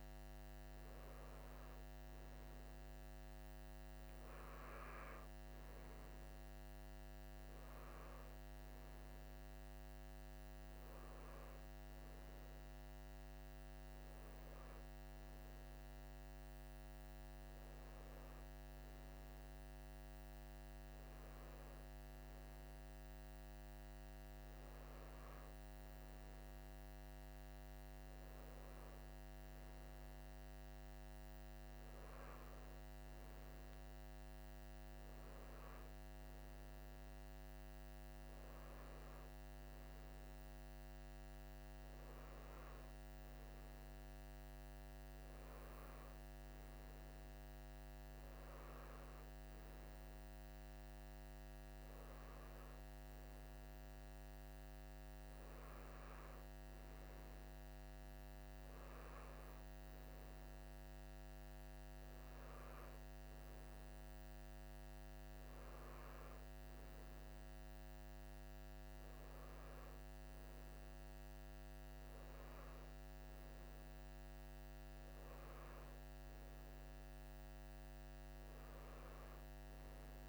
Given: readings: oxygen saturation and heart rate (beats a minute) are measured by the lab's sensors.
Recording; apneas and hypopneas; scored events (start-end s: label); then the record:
breathing in sleep, hard to hear, by a microphone on the trachea; none
none scored
From the record:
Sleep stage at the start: N3 (deep sleep); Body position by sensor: on the right side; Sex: male